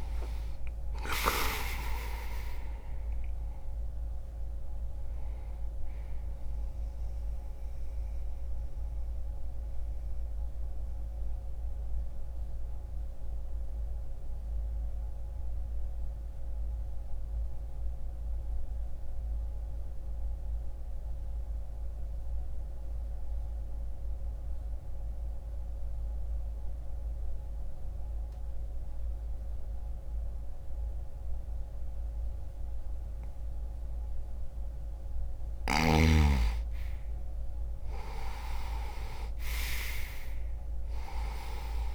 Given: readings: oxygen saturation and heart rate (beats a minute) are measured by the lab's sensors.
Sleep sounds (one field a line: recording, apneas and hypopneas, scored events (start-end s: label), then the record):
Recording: breathing in sleep by a room microphone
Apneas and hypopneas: 1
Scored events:
0.00-10.50 s: oxygen desaturation (device-marked, oxygen 91% lowest)
7.50-35.00 s: mixed apnea (oxygen 98% before, 84% lowest)
22.50-37.50 s: oxygen desaturation (device-marked, oxygen 92% before, 84% lowest)
38.00-41.50 s: arousal
From the record:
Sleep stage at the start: N2 (light sleep)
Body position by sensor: on the back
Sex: male